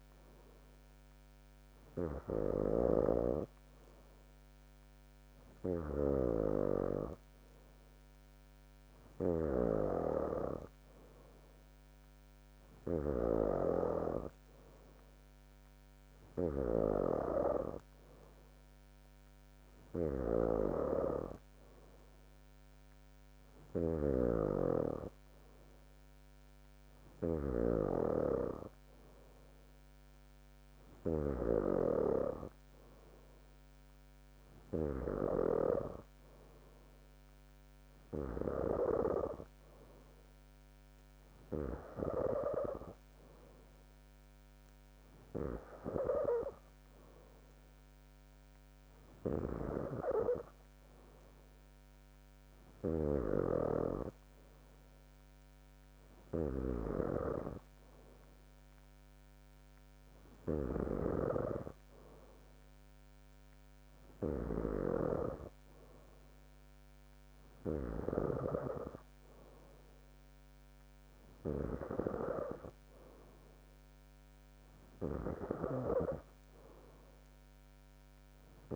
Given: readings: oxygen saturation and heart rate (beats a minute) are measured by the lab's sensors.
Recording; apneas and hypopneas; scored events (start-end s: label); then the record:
breathing in sleep by a microphone on the trachea; none
2.50-31.50 s: snoring (device-marked)
60.50-68.50 s: snoring (device-marked)
From the record:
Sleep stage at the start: N3 (deep sleep); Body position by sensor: on the back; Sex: female